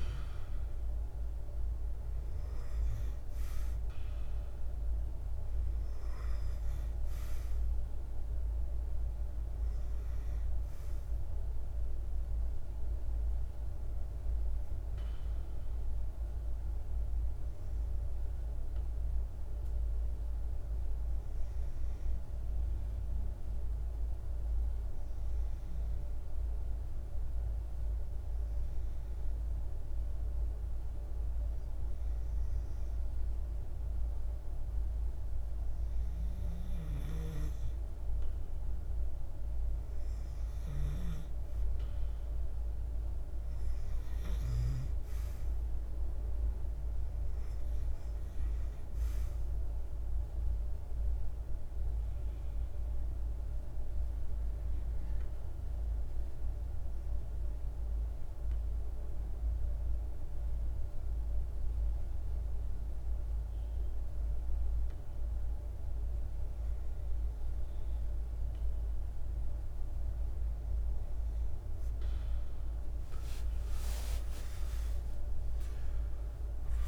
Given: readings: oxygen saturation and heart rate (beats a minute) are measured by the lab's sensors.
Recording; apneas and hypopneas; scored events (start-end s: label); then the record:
breathing in sleep, hard to hear, by a room microphone; 2
0.00-20.50 s: oxygen desaturation (device-marked, oxygen 92% lowest, heart rate 51 extreme)
18.50-40.50 s: hypopnea (oxygen 97% before, 91% lowest, heart rate 57 before, 52 extreme, up 1 after)
39.50-60.50 s: oxygen desaturation (device-marked, oxygen 97% before, 91% lowest, heart rate 52 before, 52 extreme)
43.00-47.00 s: arousal
57.00-67.50 s: obstructive apnea (oxygen 97% before, 91% lowest, heart rate 53 before, 53 extreme, up 32 after)
71.50-76.00 s: arousal
74.50-76.87 s: oxygen desaturation (device-marked, oxygen 95% before, 91% lowest, heart rate 57 before, 52 extreme)
From the record:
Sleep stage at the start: REM sleep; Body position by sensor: on the back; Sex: male